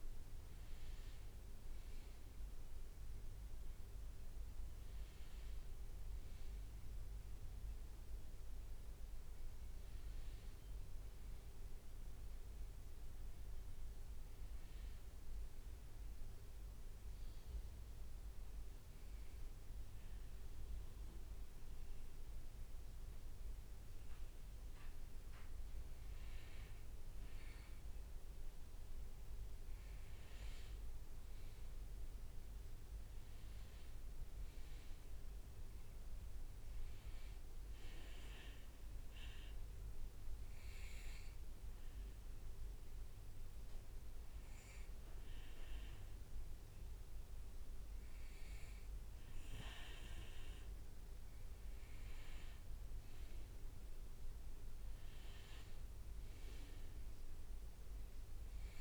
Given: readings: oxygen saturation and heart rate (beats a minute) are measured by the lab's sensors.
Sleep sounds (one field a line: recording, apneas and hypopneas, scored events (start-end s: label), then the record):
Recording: breathing in sleep, hard to hear, by a room microphone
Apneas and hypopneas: 2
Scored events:
7.50-10.50 s: arousal
15.00-26.00 s: hypopnea (oxygen 99% before, 93% lowest, heart rate 71 before, 63 extreme, up 6 after)
31.00-34.50 s: arousal
39.50-51.00 s: hypopnea (oxygen 98% before, 93% lowest, heart rate 66 before, 63 extreme, up 7 after)
54.00-58.50 s: arousal
55.00-58.81 s: new sleep stage, N2 (light sleep)
From the record:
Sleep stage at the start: N1 (lightest sleep)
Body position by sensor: on the back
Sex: male